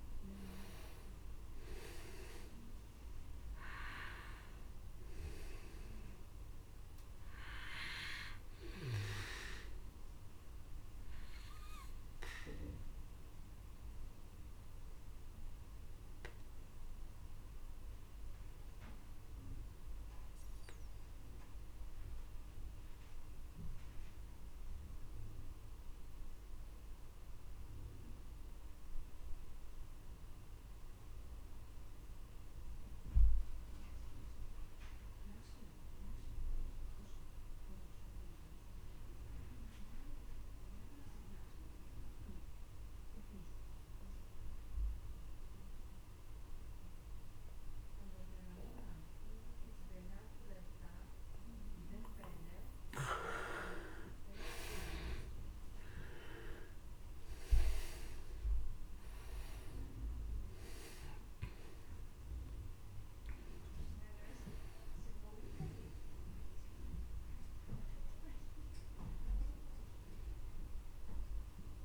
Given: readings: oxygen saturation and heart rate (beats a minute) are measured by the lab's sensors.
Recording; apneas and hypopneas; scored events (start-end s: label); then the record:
breathing in sleep by a room microphone; 1
0.00-28.50 s: oxygen desaturation (device-marked, oxygen 91% lowest)
10.50-52.50 s: obstructive apnea (oxygen 99% before, 86% lowest)
49.50-71.85 s: oxygen desaturation (device-marked, oxygen 98% before, 86% lowest, heart rate 37 before, 31 extreme)
56.50-61.00 s: arousal
From the record:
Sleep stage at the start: N2 (light sleep); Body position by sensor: on the back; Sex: male